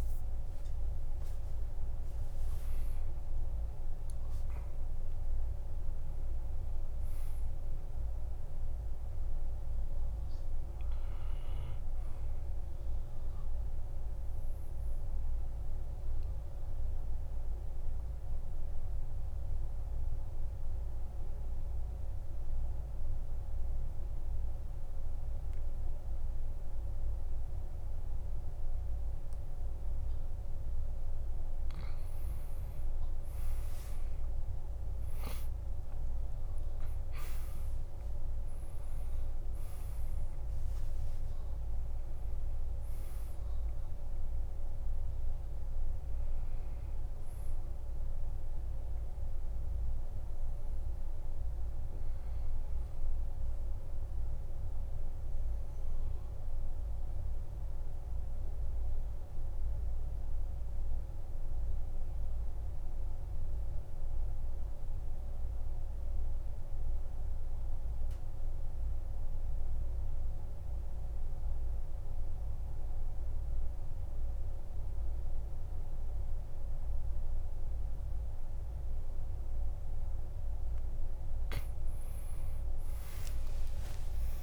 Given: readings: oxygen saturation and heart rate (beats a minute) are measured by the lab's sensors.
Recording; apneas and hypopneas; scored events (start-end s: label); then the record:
breathing in sleep, hard to hear, by a room microphone; 2
0.00-3.50 s: arousal
1.00-3.00 s: long interval between heartbeats (device-marked, heart rate 54 before, 66 extreme)
5.50-22.50 s: oxygen desaturation (device-marked, oxygen 99% before, 95% lowest, heart rate 55 before, 47 extreme)
15.00-30.50 s: obstructive apnea (oxygen 99% before, 93% lowest, heart rate 59 before, 48 extreme, up 15 after)
33.00-37.00 s: arousal
38.50-62.50 s: oxygen desaturation (device-marked, oxygen 98% before, 93% lowest, heart rate 52 before, 46 extreme)
56.00-80.00 s: obstructive apnea (oxygen 98% before, 90% lowest, heart rate 57 before, 45 extreme, up 48 after)
80.50-84.43 s: oxygen desaturation (device-marked, oxygen 98% before, 90% lowest, heart rate 49 before, 45 extreme)
82.50-84.43 s: arousal
From the record:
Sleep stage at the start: N2 (light sleep); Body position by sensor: on the back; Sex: male